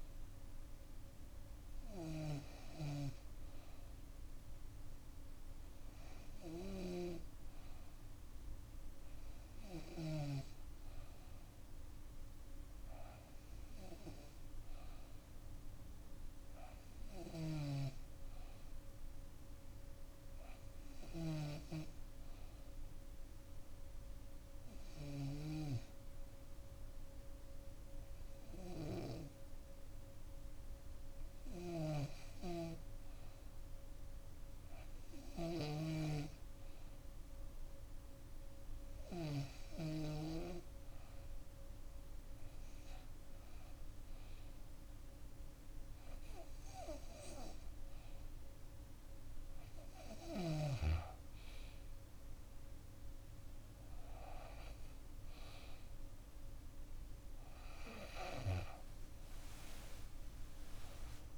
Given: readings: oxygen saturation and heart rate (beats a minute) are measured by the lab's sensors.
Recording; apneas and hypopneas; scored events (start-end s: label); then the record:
breathing in sleep by a room microphone; none
16.50-21.00 s: snoring (device-marked)
31.00-39.00 s: snoring (device-marked)
33.00-39.00 s: arousal
48.50-61.38 s: new sleep stage, N2 (light sleep)
59.00-61.38 s: arousal
59.50-61.38 s: long interval between heartbeats (device-marked, heart rate 69 before, 117 extreme)
59.50-61.38 s: oxygen desaturation (device-marked, oxygen 96% before, 93% lowest, heart rate 69 before, 59 extreme)
From the record:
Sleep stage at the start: REM sleep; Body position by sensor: on the back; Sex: female